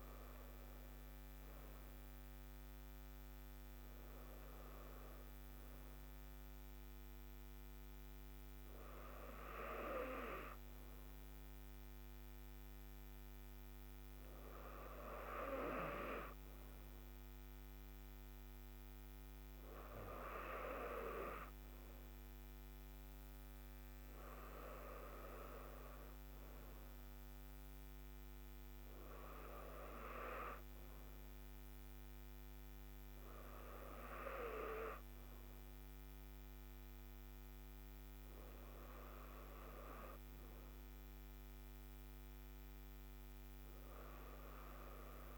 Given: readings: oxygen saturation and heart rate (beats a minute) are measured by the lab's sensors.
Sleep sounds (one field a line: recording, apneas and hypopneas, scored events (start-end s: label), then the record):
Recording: breathing in sleep by a microphone on the trachea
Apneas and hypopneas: none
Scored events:
none scored
From the record:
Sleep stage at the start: N2 (light sleep)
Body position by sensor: on the right side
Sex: female